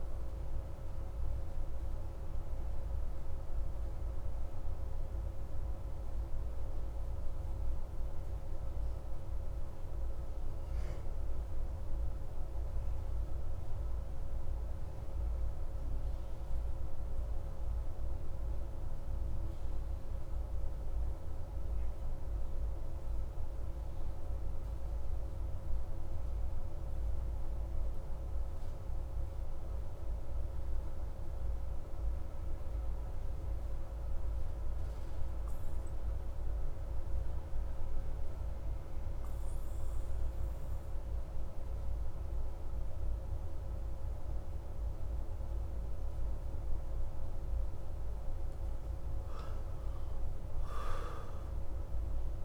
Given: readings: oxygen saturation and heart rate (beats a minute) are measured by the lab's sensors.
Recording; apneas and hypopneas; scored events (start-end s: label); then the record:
breathing in sleep, hard to hear, by a room microphone; 1
0.00-20.50 s: oxygen desaturation (device-marked, oxygen 88% lowest, heart rate 27 extreme)
2.50-47.50 s: obstructive apnea (oxygen 96% before, 86% lowest)
41.50-52.45 s: oxygen desaturation (device-marked, oxygen 96% before, 86% lowest)
50.50-52.45 s: arousal
From the record:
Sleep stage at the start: N2 (light sleep); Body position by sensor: on the back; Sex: male